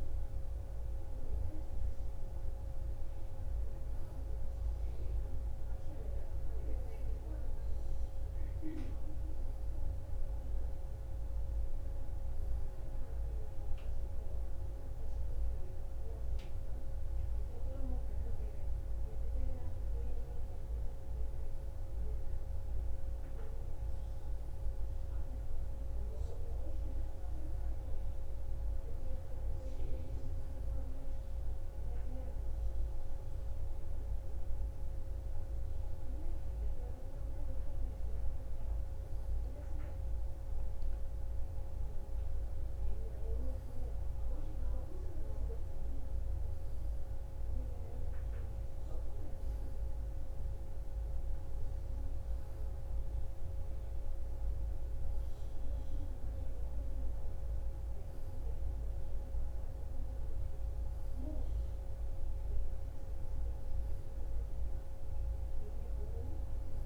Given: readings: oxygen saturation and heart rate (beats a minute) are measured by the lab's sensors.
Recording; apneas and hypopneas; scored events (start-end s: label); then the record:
a person partly awake in a sleep study, hard to hear, by a room microphone; none
26.50-56.50 s: new sleep stage, awake
56.50-66.86 s: new sleep stage, N1 (lightest sleep)
From the record:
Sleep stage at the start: N1 (lightest sleep); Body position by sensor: on the right side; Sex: female